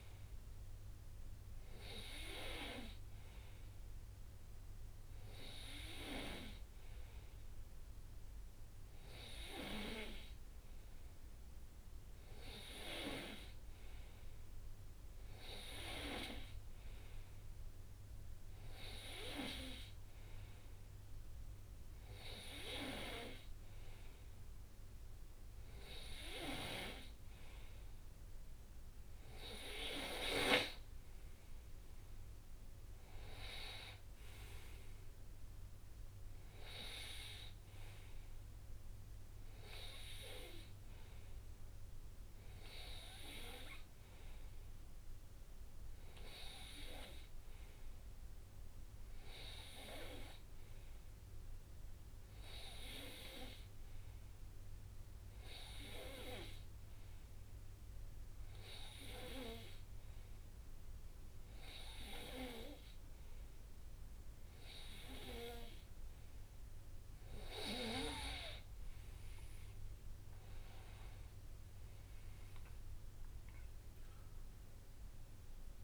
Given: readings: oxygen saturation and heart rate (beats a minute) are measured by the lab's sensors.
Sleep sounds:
breathing in sleep by a room microphone; none
73.50-75.84 s: arousal
From the record:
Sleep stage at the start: N2 (light sleep); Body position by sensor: on the right side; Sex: male

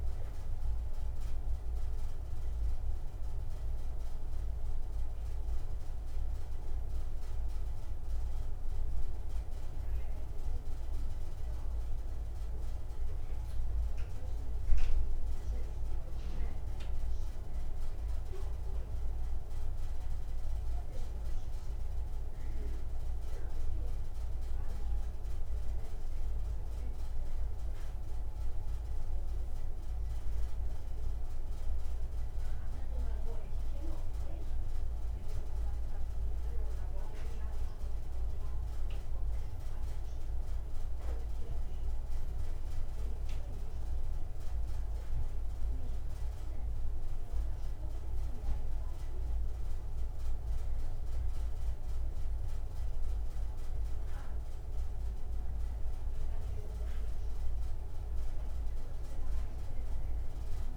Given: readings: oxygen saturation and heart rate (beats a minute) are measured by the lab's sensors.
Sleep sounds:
a person awake in a sleep study, hard to hear, by a room microphone; none
none scored
From the record:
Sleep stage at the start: awake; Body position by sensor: on the back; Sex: male

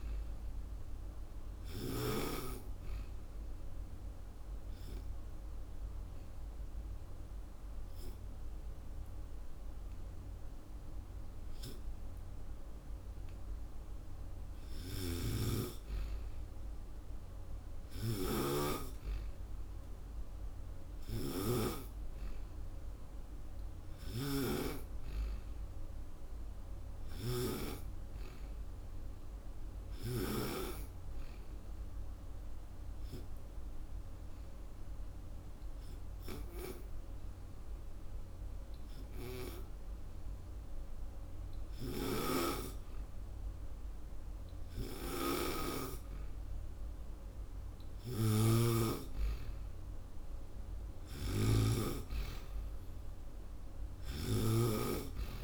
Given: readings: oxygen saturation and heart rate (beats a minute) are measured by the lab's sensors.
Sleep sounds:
breathing in sleep by a room microphone; 2
0.00-2.00 s: snoring (device-marked)
0.50-14.00 s: obstructive apnea (oxygen 95% before, 92% lowest)
14.00-18.50 s: arousal
14.50-30.00 s: snoring (device-marked)
32.00-46.50 s: obstructive apnea (oxygen 97% before, 92% lowest)
41.50-51.50 s: snoring (device-marked)
48.50-53.00 s: arousal
53.50-55.44 s: snoring (device-marked)
From the record:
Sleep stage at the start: N2 (light sleep); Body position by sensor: on the back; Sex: female

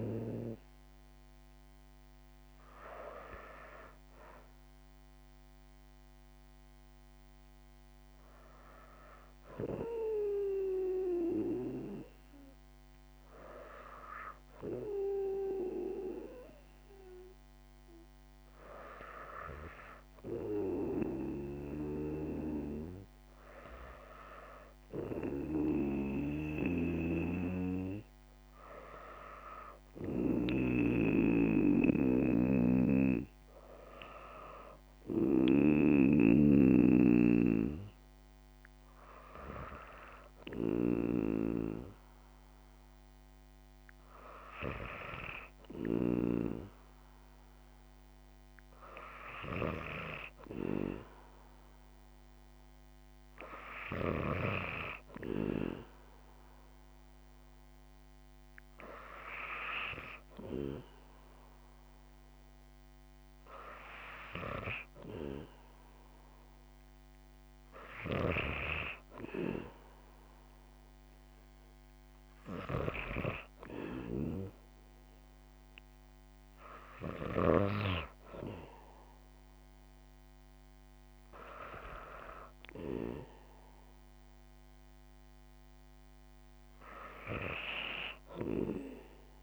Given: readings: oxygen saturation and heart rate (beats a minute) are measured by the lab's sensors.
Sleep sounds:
breathing in sleep by a microphone on the trachea; none
26.00-36.00 s: snoring (device-marked)
From the record:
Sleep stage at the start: N2 (light sleep); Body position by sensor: on the back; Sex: female

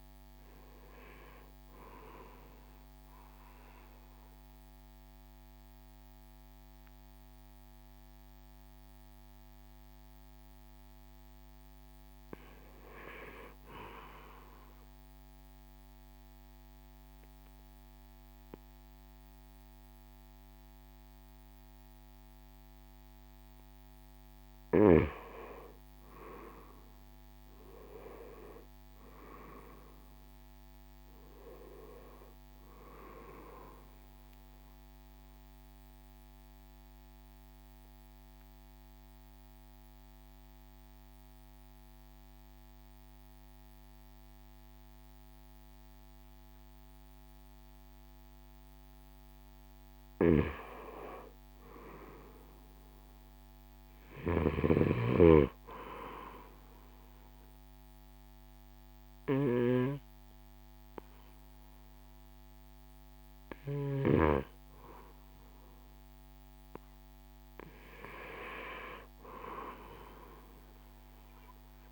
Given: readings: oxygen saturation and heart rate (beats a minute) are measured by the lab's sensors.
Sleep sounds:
breathing in sleep by a microphone on the trachea; 2
0.00-4.50 s: drop in pulse transit time (device-marked, heart rate 65 extreme)
0.00-12.50 s: oxygen desaturation (device-marked, oxygen 86% lowest, heart rate 61 extreme)
14.50-24.50 s: obstructive apnea (oxygen 97% before, 87% lowest, heart rate 67 before, 62 extreme, up 6 after)
25.50-49.50 s: oxygen desaturation (device-marked, oxygen 97% before, 87% lowest, heart rate 65 before, 62 extreme)
26.50-38.50 s: drop in pulse transit time (device-marked, heart rate 65 before, 65 extreme)
28.50-32.00 s: arousal
35.00-50.00 s: obstructive apnea (oxygen 97% before, 87% lowest, heart rate 66 before, 62 extreme, up 4 after)
52.00-54.50 s: arousal
55.50-71.92 s: oxygen desaturation (device-marked, oxygen 97% before, 89% lowest, heart rate 64 before, 62 extreme)
From the record:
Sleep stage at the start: N2 (light sleep); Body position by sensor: on the right side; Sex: male

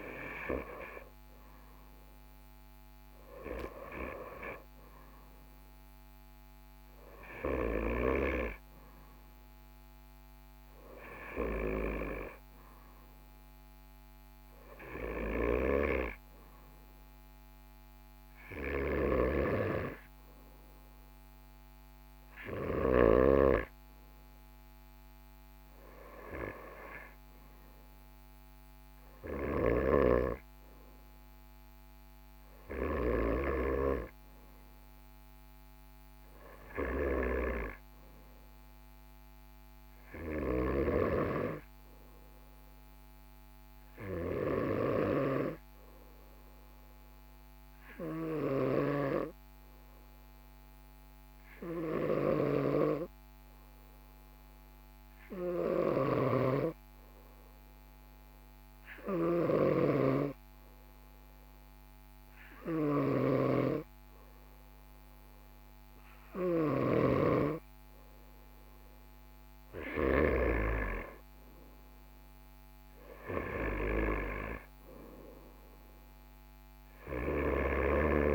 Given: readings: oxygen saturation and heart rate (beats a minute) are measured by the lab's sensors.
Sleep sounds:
breathing in sleep by a microphone on the trachea; 1
23.50-27.50 s: arousal
48.00-66.50 s: hypopnea (oxygen 98% before, 95% lowest, heart rate 45 before, 44 extreme, up 1 after)
52.00-67.00 s: snoring (device-marked)
68.00-72.50 s: arousal
From the record:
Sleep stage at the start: N2 (light sleep); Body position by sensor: on the right side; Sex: male

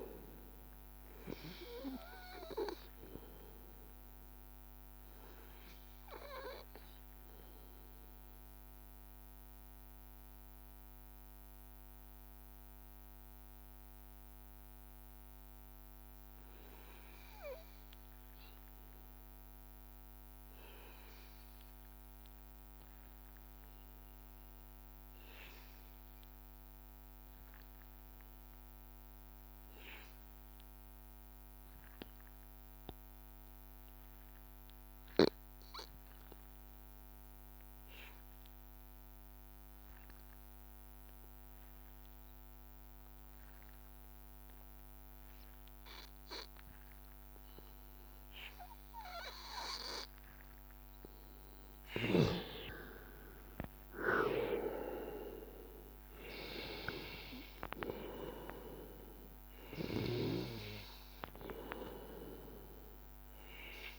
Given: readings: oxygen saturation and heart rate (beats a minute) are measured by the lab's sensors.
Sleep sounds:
breathing in sleep by a microphone on the trachea; 1
0.00-21.00 s: oxygen desaturation (device-marked, oxygen 89% lowest, heart rate 83 extreme)
3.50-5.50 s: long interval between heartbeats (device-marked, heart rate 85 before, 87 extreme)
6.00-48.00 s: mixed apnea (oxygen 98% before, 89% lowest, heart rate 86 before, 83 extreme, up 2 after)
39.00-63.99 s: oxygen desaturation (device-marked, oxygen 98% before, 89% lowest, heart rate 84 before, 81 extreme)
50.00-54.50 s: arousal
61.50-63.50 s: long interval between heartbeats (device-marked, heart rate 85 before, 87 extreme)
From the record:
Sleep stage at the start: N2 (light sleep); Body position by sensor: on the back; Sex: male

